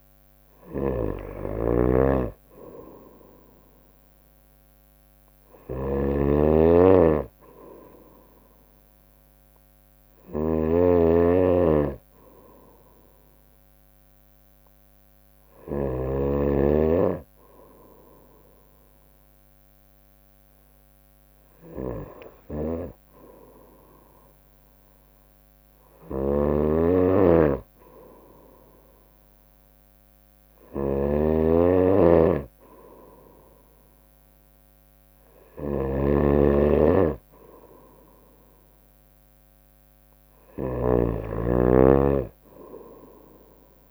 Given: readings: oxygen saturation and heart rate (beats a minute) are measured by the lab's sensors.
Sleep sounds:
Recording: breathing in sleep by a microphone on the trachea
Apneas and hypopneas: none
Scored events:
0.00-16.00 s: snoring (device-marked)
26.00-43.91 s: snoring (device-marked)
From the record:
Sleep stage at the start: N2 (light sleep)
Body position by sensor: on the right side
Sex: female

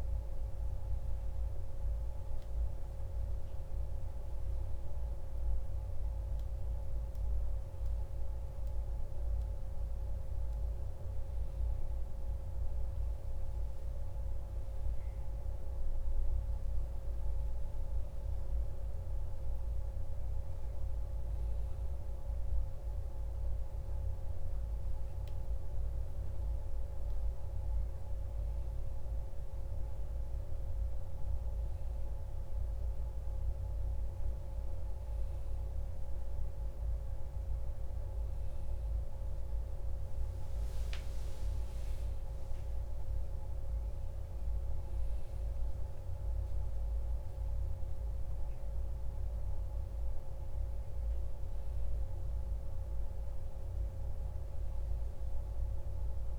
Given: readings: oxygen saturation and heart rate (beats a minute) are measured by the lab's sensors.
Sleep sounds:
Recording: breathing in sleep, hard to hear, by a room microphone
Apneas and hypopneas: none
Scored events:
none scored
From the record:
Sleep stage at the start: N1 (lightest sleep)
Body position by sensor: on the back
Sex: male

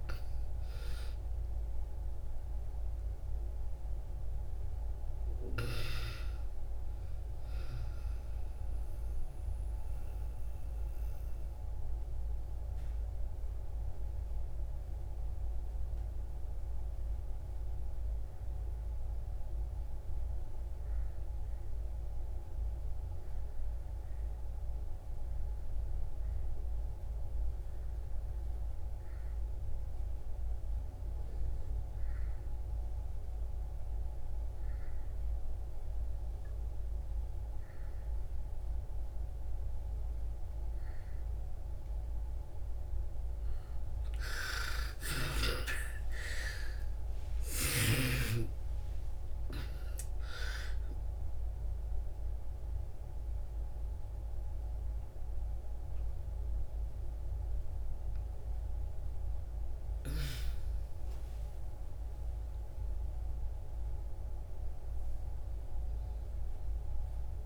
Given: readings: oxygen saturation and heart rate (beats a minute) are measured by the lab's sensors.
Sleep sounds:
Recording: breathing in sleep by a room microphone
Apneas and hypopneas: 1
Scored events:
0.00-22.50 s: oxygen desaturation (device-marked, oxygen 81% lowest)
9.00-42.00 s: obstructive apnea (oxygen 99% before, 76% lowest)
35.50-67.46 s: oxygen desaturation (device-marked, oxygen 98% before, 76% lowest)
44.00-49.50 s: arousal
From the record:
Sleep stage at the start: N2 (light sleep)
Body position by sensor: on the back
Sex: female

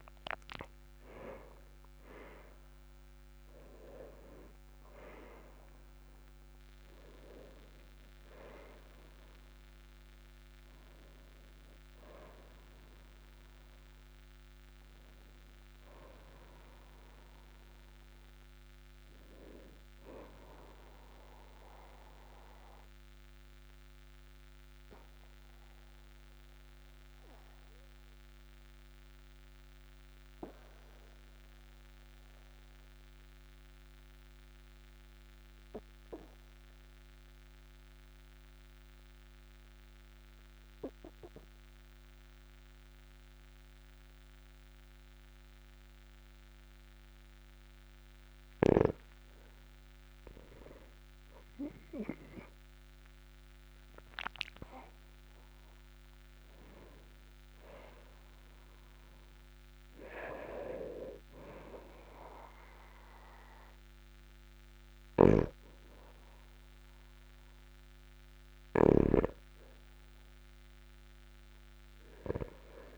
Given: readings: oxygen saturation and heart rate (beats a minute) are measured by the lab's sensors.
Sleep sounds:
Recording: breathing in sleep by a microphone on the trachea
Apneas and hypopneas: 1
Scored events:
0.00-3.00 s: arousal
12.00-35.00 s: oxygen desaturation (device-marked, oxygen 97% before, 92% lowest, heart rate 50 before, 39 extreme)
22.00-48.50 s: obstructive apnea (oxygen 98% before, 92% lowest, heart rate 49 before, 42 extreme, up 11 after)
50.50-54.00 s: arousal
65.50-69.50 s: snoring (device-marked)
From the record:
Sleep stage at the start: N2 (light sleep)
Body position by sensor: on the back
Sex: male

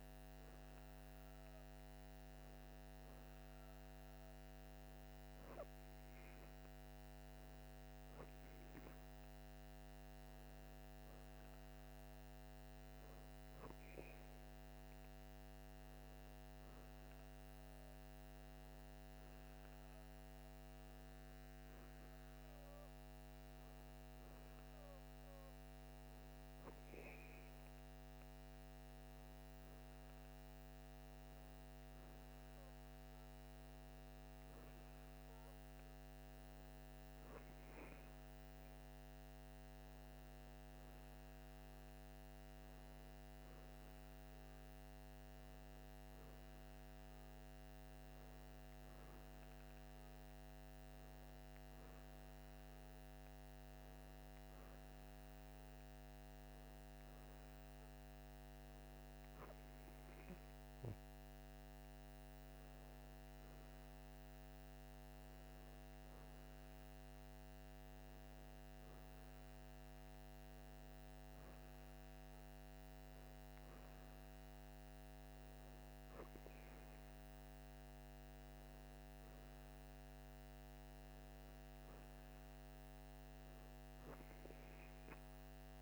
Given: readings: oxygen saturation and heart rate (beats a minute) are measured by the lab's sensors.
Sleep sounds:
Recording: breathing in sleep, hard to hear, by a microphone on the trachea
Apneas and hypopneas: none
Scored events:
16.50-85.82 s: new sleep stage, REM sleep
From the record:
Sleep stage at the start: N2 (light sleep)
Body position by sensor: on the right side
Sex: female

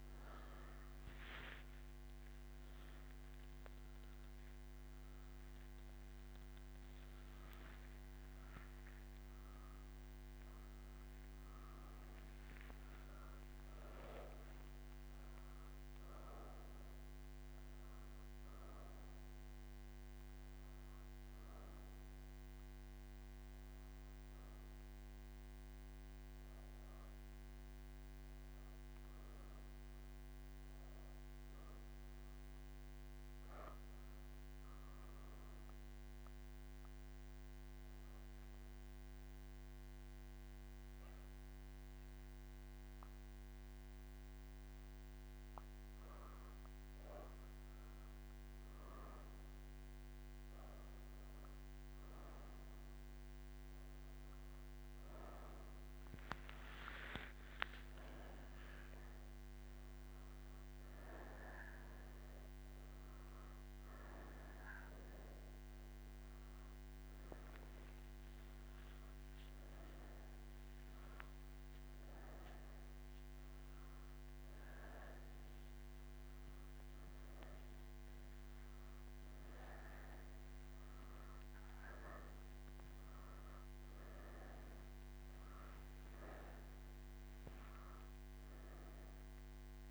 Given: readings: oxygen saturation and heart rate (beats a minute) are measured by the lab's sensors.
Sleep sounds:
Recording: breathing in sleep, hard to hear, by a microphone on the trachea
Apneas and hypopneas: 1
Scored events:
36.50-48.00 s: obstructive apnea (oxygen 97% before, 94% lowest)
From the record:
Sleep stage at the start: N2 (light sleep)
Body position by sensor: on the right side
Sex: female

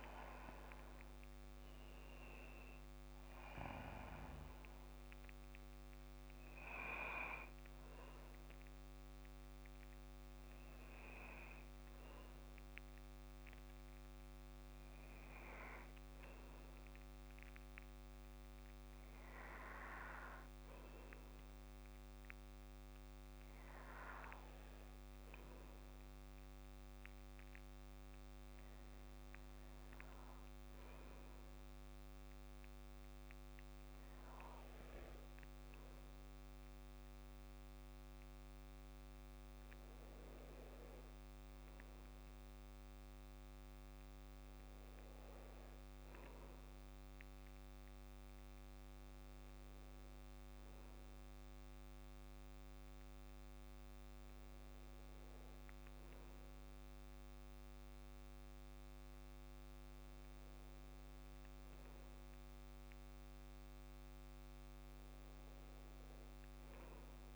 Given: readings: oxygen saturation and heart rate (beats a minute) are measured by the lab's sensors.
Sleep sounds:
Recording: a person partly awake in a sleep study, by a microphone on the trachea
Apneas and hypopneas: none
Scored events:
13.50-67.36 s: new sleep stage, N2 (light sleep)
From the record:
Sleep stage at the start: awake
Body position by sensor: on the back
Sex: male

